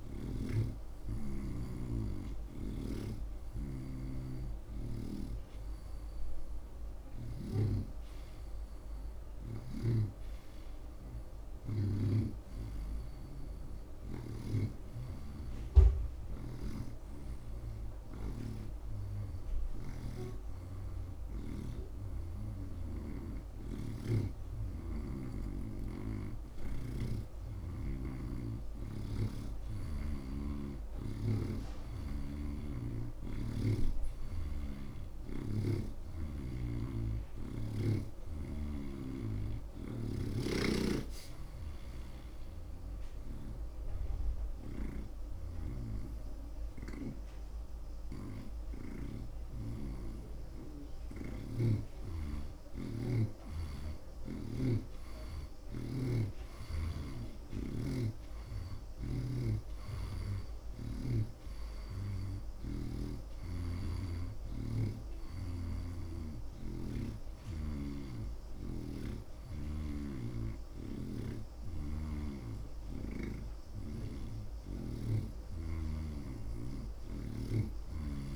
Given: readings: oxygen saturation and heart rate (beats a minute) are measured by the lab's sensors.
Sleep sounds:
breathing in sleep by a room microphone; 1
3.00-12.50 s: snoring (device-marked)
14.50-30.50 s: snoring (device-marked)
32.50-36.00 s: snoring (device-marked)
40.50-52.00 s: snoring (device-marked)
42.50-52.50 s: hypopnea (oxygen 84% before, 78% lowest)
55.00-59.50 s: arousal
59.00-69.00 s: snoring (device-marked)
68.00-75.00 s: oxygen desaturation (device-marked, oxygen 85% before, 78% lowest)
71.00-77.50 s: snoring (device-marked)
From the record:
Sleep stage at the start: N2 (light sleep); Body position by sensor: on the right side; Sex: male

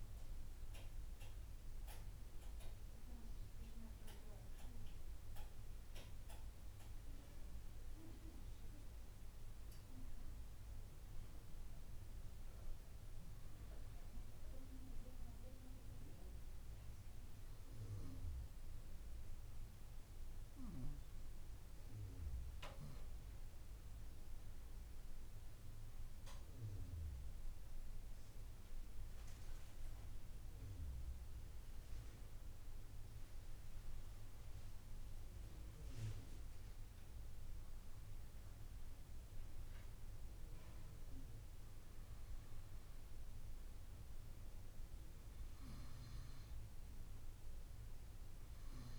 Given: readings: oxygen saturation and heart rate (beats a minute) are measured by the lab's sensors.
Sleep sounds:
breathing in sleep, hard to hear, by a room microphone; none
2.00-6.00 s: arousal
24.50-29.00 s: arousal
From the record:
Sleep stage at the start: N2 (light sleep); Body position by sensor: on the right side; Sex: female

